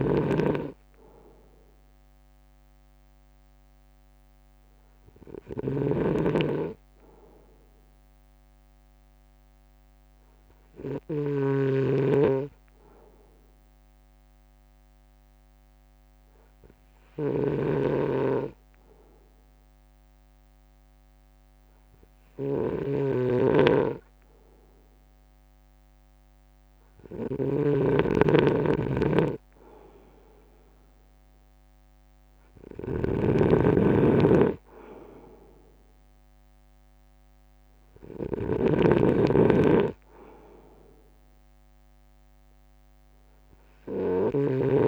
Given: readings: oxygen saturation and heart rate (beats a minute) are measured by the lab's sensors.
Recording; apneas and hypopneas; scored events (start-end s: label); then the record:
breathing in sleep by a microphone on the trachea; 1
0.00-44.88 s: snoring (device-marked)
10.50-24.00 s: hypopnea (oxygen 96% before, 94% lowest, heart rate 57 before, 56 extreme, up 2 after)
26.50-30.50 s: arousal
31.50-44.88 s: drop in pulse transit time (device-marked, heart rate 59 before, 56 extreme)
From the record:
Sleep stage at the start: N2 (light sleep); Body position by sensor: on the front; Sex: male